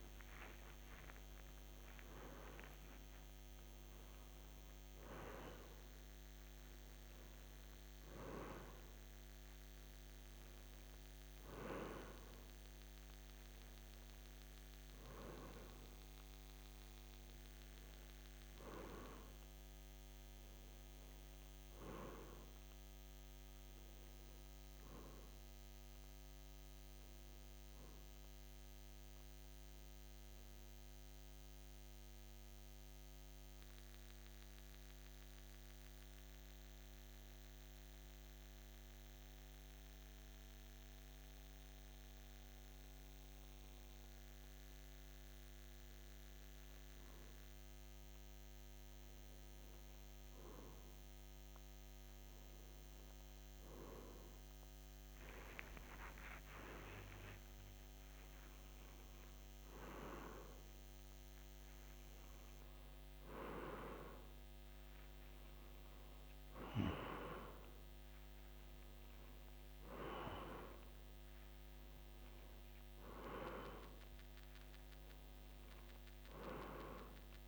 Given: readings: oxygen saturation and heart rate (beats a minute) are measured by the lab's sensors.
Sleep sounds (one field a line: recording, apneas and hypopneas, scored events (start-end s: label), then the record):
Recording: breathing in sleep by a microphone on the trachea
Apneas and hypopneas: 1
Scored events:
0.00-7.00 s: oxygen desaturation (device-marked, oxygen 93% lowest, heart rate 55 extreme)
30.00-49.00 s: hypopnea (oxygen 94% before, 90% lowest, heart rate 56 before, 52 extreme, up 4 after)
50.50-55.50 s: arousal
72.00-77.48 s: oxygen desaturation (device-marked, oxygen 94% before, 90% lowest, heart rate 55 before, 52 extreme)
From the record:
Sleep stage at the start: N1 (lightest sleep)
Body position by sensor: on the back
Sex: male